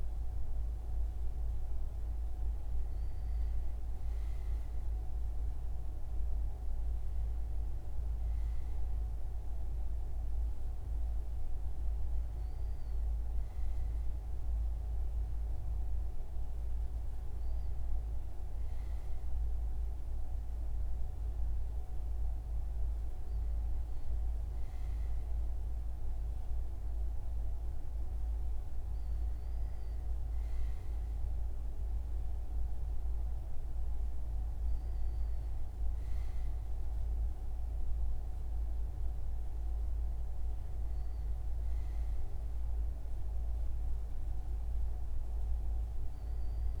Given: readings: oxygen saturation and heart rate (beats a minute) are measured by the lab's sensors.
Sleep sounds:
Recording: breathing in sleep, hard to hear, by a room microphone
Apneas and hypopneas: none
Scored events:
none scored
From the record:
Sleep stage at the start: N2 (light sleep)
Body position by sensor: on the front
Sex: male

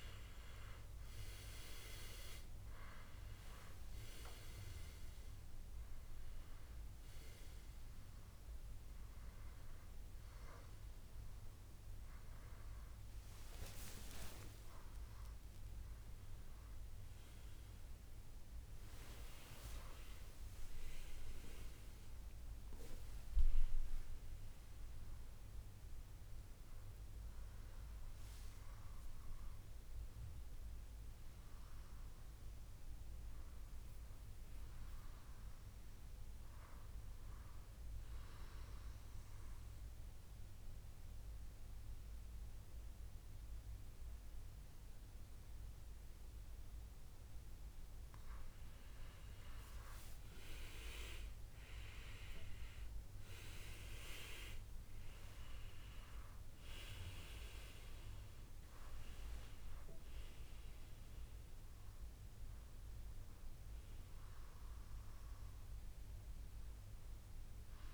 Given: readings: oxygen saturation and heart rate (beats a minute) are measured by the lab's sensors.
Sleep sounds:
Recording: breathing in sleep by a room microphone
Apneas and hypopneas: 1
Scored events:
0.00-0.50 s: arousal
2.00-21.00 s: oxygen desaturation (device-marked, oxygen 97% before, 94% lowest, heart rate 74 before, 66 extreme)
30.50-32.50 s: long interval between heartbeats (device-marked, heart rate 77 before, 72 extreme)
30.50-35.50 s: arousal
39.00-49.00 s: mixed apnea (oxygen 98% before, 93% lowest, heart rate 76 before, 65 extreme, up 9 after)
50.50-54.50 s: arousal
59.00-67.93 s: oxygen desaturation (device-marked, oxygen 96% before, 93% lowest, heart rate 70 before, 62 extreme)
From the record:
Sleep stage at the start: N2 (light sleep)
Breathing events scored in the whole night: 363 in 5.3 hours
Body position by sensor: on the back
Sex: male

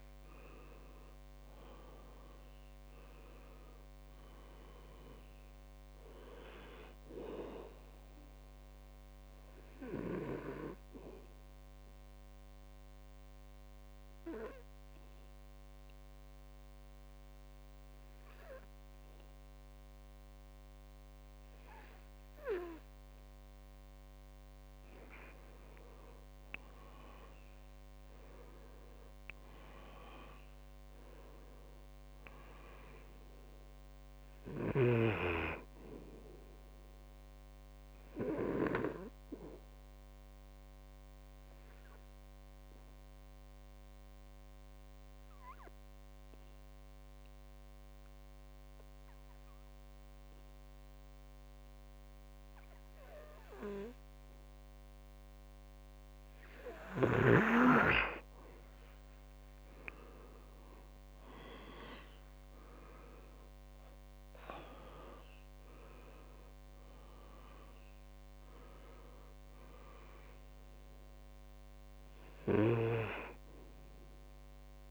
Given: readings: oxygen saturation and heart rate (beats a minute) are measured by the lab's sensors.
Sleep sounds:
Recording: breathing in sleep by a microphone on the trachea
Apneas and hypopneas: 2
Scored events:
0.00-1.50 s: arousal
11.50-25.00 s: mixed apnea (oxygen 98% before, 90% lowest, heart rate 70 before, 59 extreme, up 9 after)
27.00-30.50 s: arousal
40.50-56.50 s: mixed apnea (oxygen 98% before, 90% lowest, heart rate 67 before, 60 extreme, up 11 after)
60.00-64.50 s: arousal
65.00-74.91 s: oxygen desaturation (device-marked, oxygen 98% before, 90% lowest, heart rate 64 before, 60 extreme)
From the record:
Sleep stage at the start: N2 (light sleep)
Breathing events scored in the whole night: 341 in 4.3 hours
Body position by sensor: on the back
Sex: male

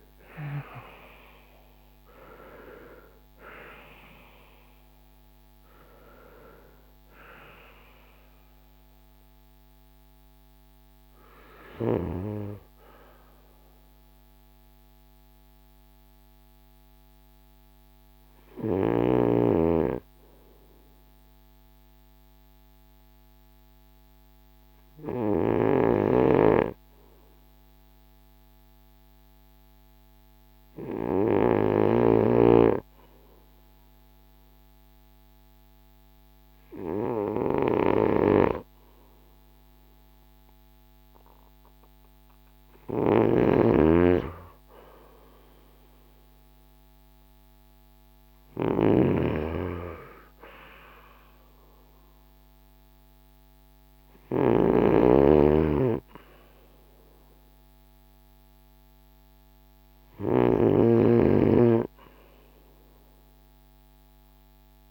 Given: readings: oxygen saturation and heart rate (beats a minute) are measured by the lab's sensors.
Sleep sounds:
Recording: breathing in sleep by a microphone on the trachea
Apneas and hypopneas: none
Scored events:
0.00-2.50 s: arousal
1.00-41.00 s: oxygen desaturation (device-marked, oxygen 91% before, 75% lowest, heart rate 67 before, 45 extreme)
31.50-64.91 s: snoring (device-marked)
45.50-50.50 s: arousal
From the record:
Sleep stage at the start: N2 (light sleep)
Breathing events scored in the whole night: 340 in 7.2 hours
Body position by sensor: on the front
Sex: male

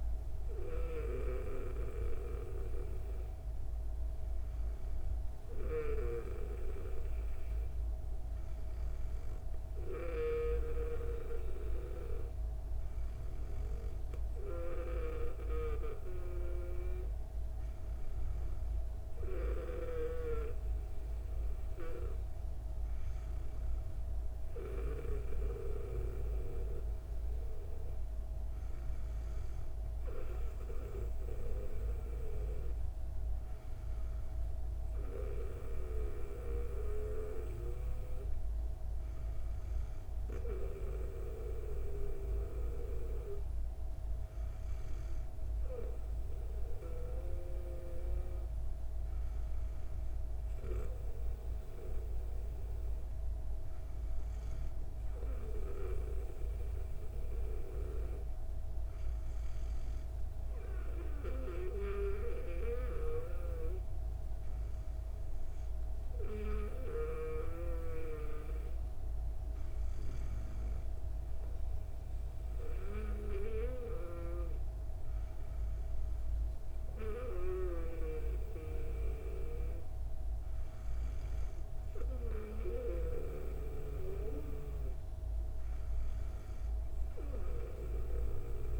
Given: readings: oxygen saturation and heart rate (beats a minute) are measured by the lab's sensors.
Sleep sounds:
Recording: breathing in sleep by a room microphone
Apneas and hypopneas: none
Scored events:
82.00-87.00 s: snoring (device-marked)
From the record:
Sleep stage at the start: N2 (light sleep)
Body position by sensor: on the back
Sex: female

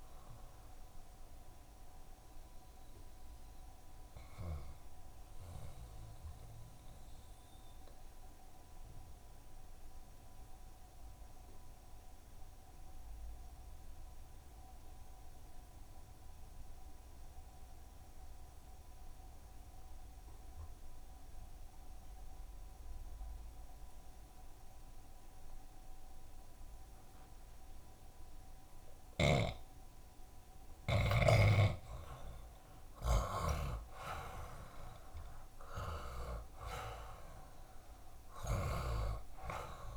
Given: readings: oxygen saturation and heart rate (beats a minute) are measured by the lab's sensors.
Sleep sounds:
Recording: breathing in sleep by a room microphone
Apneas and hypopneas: 1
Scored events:
0.00-13.50 s: oxygen desaturation (device-marked, oxygen 69% lowest, heart rate 60 extreme)
6.00-30.50 s: obstructive apnea (oxygen 72% before, 70% lowest, heart rate 78 before, 60 extreme, up 21 after)
10.00-12.00 s: long interval between heartbeats (device-marked, heart rate 74 before, 70 extreme)
18.50-39.97 s: oxygen desaturation (device-marked, oxygen 94% before, 73% lowest, heart rate 67 before, 59 extreme)
22.00-24.00 s: long interval between heartbeats (device-marked, heart rate 66 before, 72 extreme)
29.00-31.00 s: long interval between heartbeats (device-marked, heart rate 68 before, 79 extreme)
31.50-37.00 s: arousal
34.00-36.00 s: long interval between heartbeats (device-marked, heart rate 71 before, 87 extreme)
36.50-38.50 s: long interval between heartbeats (device-marked, heart rate 74 before, 90 extreme)
From the record:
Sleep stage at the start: N2 (light sleep)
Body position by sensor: on the back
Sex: male

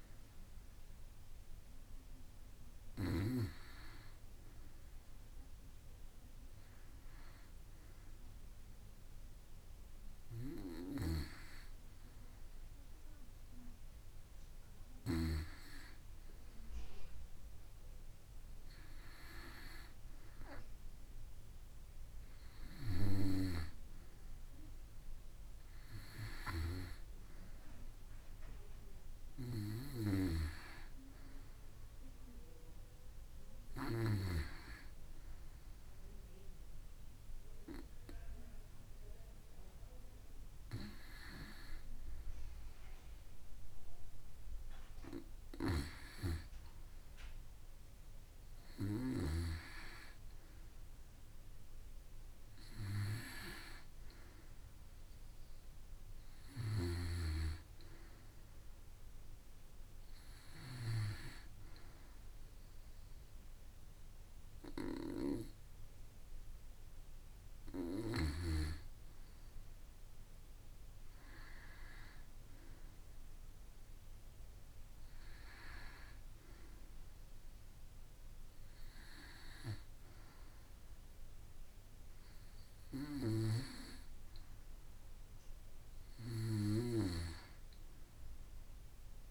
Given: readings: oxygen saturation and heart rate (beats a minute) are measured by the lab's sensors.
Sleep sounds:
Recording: breathing in sleep by a room microphone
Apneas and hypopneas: none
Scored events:
none scored
From the record:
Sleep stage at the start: N2 (light sleep)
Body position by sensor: on the back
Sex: female

